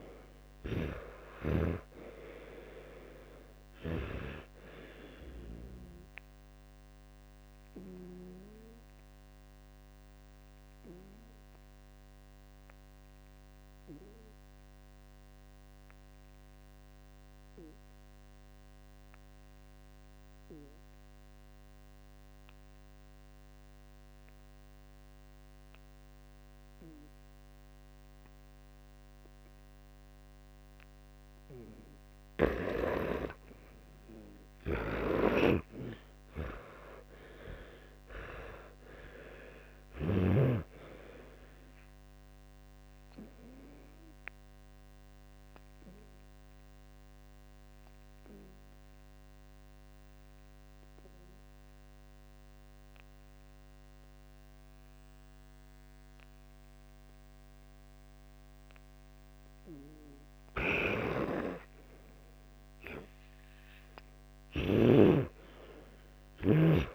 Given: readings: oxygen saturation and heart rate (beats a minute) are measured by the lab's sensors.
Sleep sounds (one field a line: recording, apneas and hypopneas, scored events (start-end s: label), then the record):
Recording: breathing in sleep by a microphone on the trachea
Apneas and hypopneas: 2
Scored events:
0.00-2.50 s: oxygen desaturation (device-marked, oxygen 91% lowest, heart rate 55 extreme)
0.50-5.00 s: arousal
8.50-16.50 s: oxygen desaturation (device-marked, oxygen 99% before, 95% lowest, heart rate 67 before, 48 extreme)
9.50-31.50 s: obstructive apnea (oxygen 99% before, 89% lowest, heart rate 67 before, 48 extreme, up 35 after)
34.00-38.50 s: arousal
34.50-40.50 s: snoring (device-marked)
40.50-43.50 s: oxygen desaturation (device-marked, oxygen 98% before, 94% lowest, heart rate 59 before, 48 extreme)
46.50-59.00 s: obstructive apnea (oxygen 98% before, 89% lowest, heart rate 64 before, 59 extreme, up 11 after)
49.50-66.95 s: oxygen desaturation (device-marked, oxygen 95% before, 89% lowest, heart rate 64 before, 59 extreme)
63.00-66.95 s: arousal
From the record:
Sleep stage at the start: N2 (light sleep)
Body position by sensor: on the back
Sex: male